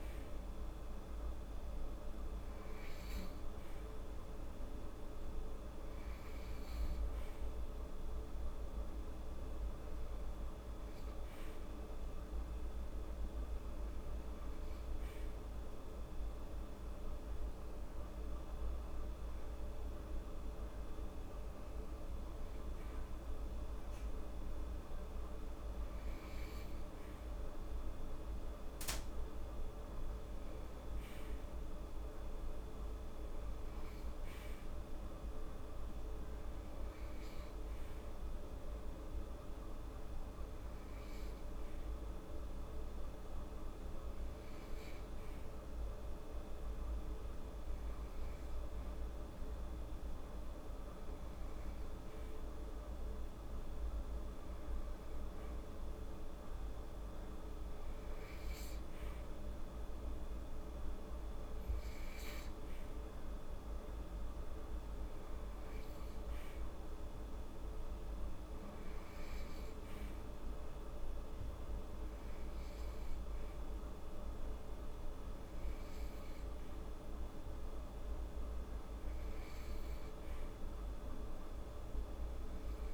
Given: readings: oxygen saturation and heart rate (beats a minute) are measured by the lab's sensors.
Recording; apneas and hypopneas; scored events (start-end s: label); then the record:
breathing in sleep, hard to hear, by a room microphone; none
71.50-82.94 s: oxygen desaturation (device-marked, oxygen 93% before, 90% lowest, heart rate 81 before, 81 extreme)
From the record:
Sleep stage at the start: N2 (light sleep); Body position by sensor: on the right side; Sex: female